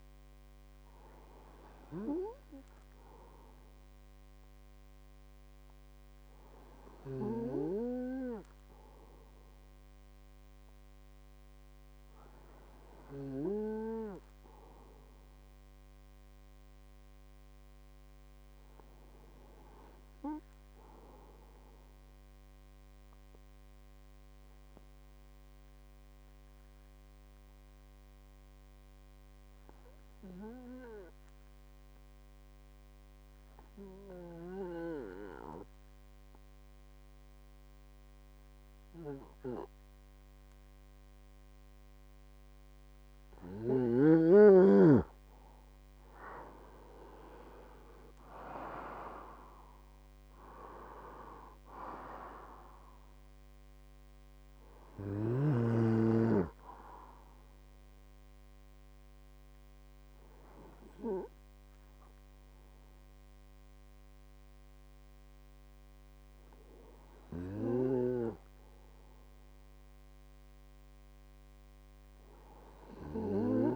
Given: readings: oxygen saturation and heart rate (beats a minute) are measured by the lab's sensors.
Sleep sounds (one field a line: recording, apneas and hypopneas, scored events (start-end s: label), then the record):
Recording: breathing in sleep by a microphone on the trachea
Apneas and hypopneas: 1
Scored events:
22.00-44.00 s: obstructive apnea (oxygen 98% before, 92% lowest, heart rate 59 before, 57 extreme, up 37 after)
44.00-71.00 s: oxygen desaturation (device-marked, oxygen 97% before, 92% lowest, heart rate 78 before, 53 extreme)
48.50-52.00 s: arousal
From the record:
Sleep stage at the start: N2 (light sleep)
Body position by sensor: on the right side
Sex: male